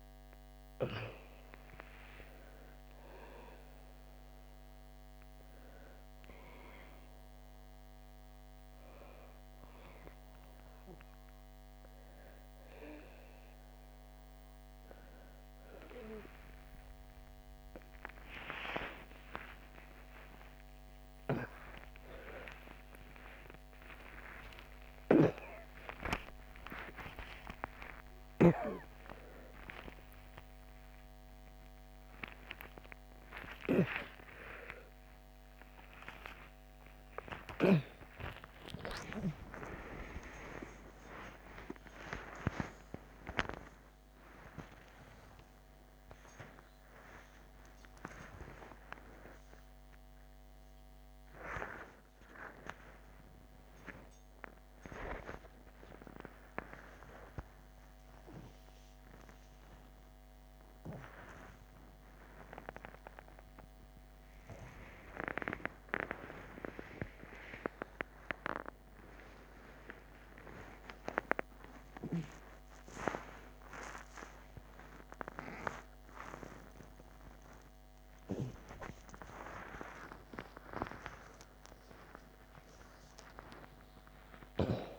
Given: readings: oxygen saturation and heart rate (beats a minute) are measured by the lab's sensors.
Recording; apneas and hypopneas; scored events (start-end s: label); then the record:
a person awake in a sleep study, by a microphone on the trachea; none
0.00-4.00 s: oxygen desaturation (device-marked, oxygen 92% lowest, heart rate 66 extreme)
80.00-84.99 s: oxygen desaturation (device-marked, oxygen 97% before, 92% lowest, heart rate 42 before, 80 extreme)
From the record:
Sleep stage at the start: awake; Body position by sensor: on the back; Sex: female